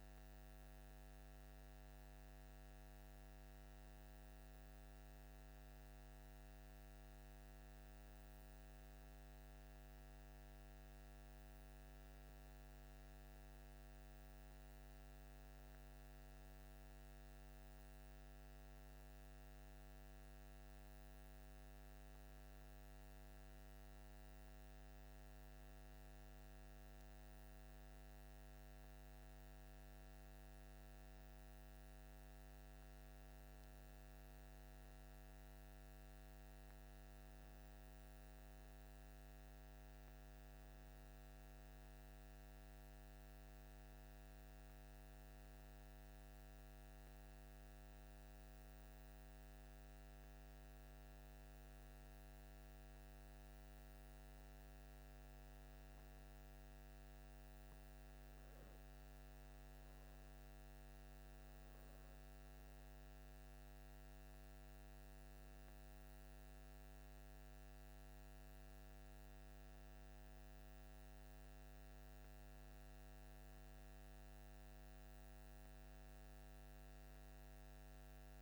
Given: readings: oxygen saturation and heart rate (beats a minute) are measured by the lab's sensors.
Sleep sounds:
breathing in sleep, hard to hear, by a microphone on the trachea; none
none scored
From the record:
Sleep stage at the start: N2 (light sleep); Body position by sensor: on the left side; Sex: male

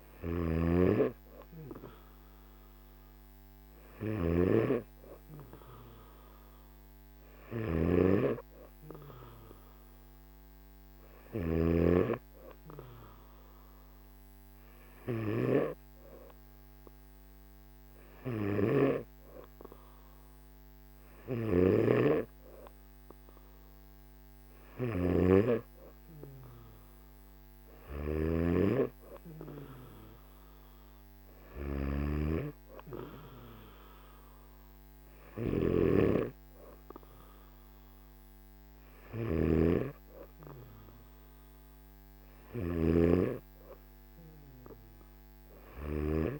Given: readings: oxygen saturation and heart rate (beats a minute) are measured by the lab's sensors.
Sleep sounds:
breathing in sleep by a microphone on the trachea; none
7.00-11.50 s: snoring (device-marked)
18.00-46.39 s: snoring (device-marked)
From the record:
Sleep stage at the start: N1 (lightest sleep); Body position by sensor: on the back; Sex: male

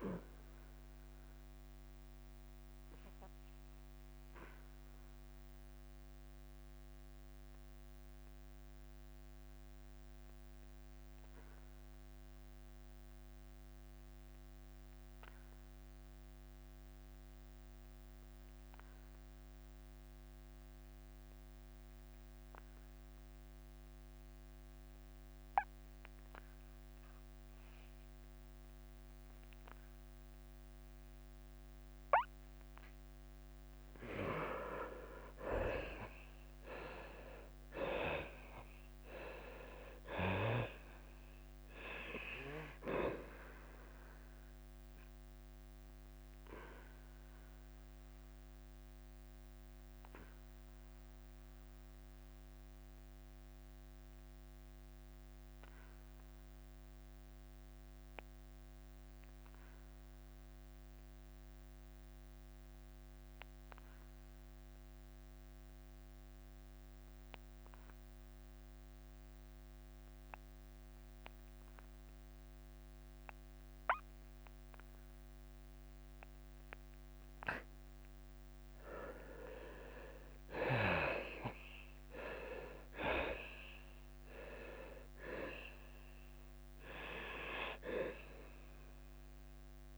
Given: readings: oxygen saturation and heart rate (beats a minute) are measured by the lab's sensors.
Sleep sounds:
breathing in sleep by a microphone on the trachea; 2
0.00-3.00 s: drop in pulse transit time (device-marked, heart rate 88 extreme)
1.00-34.00 s: obstructive apnea (oxygen 98% before, 69% lowest, heart rate 91 before, 83 extreme, up 7 after)
11.00-35.00 s: oxygen desaturation (device-marked, oxygen 93% before, 69% lowest, heart rate 95 before, 83 extreme)
34.00-48.00 s: drop in pulse transit time (device-marked, heart rate 87 before, 89 extreme)
36.00-41.00 s: arousal
46.50-78.50 s: obstructive apnea (oxygen 98% before, 70% lowest, heart rate 90 before, 78 extreme, up 15 after)
58.00-73.00 s: oxygen desaturation (device-marked, oxygen 98% before, 70% lowest, heart rate 91 before, 78 extreme)
78.00-89.98 s: drop in pulse transit time (device-marked, heart rate 85 before, 87 extreme)
From the record:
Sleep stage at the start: N2 (light sleep); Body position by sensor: on the back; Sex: male

